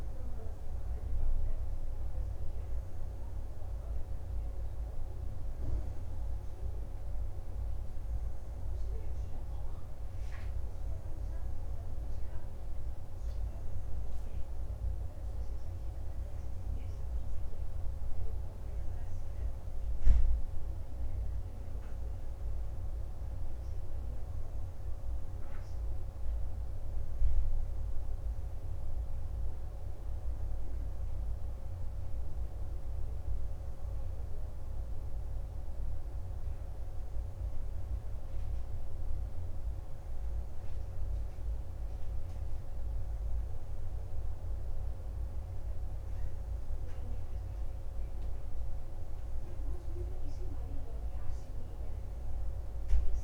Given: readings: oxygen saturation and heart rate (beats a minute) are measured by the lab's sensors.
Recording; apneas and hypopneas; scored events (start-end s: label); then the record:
breathing in sleep, hard to hear, by a room microphone; none
none scored
From the record:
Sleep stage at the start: N2 (light sleep); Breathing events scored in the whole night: 47 in 4.1 hours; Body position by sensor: on the back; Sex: male